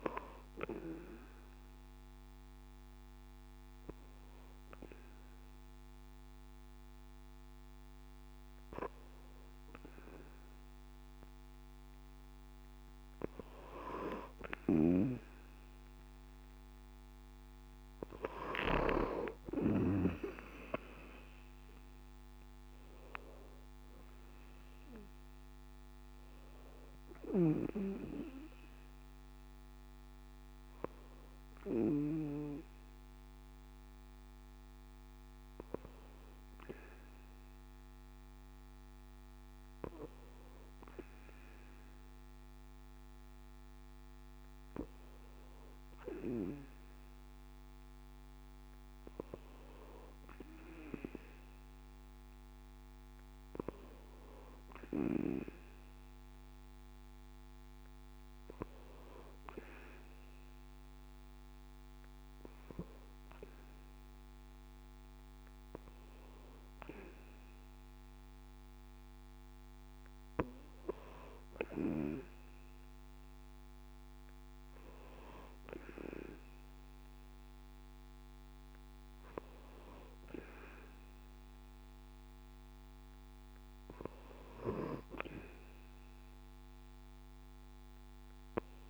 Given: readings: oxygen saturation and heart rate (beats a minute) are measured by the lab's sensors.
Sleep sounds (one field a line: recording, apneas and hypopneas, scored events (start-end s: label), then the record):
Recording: breathing in sleep by a microphone on the trachea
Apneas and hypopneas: none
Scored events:
20.50-25.50 s: arousal
From the record:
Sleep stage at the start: N2 (light sleep)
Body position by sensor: on the back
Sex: male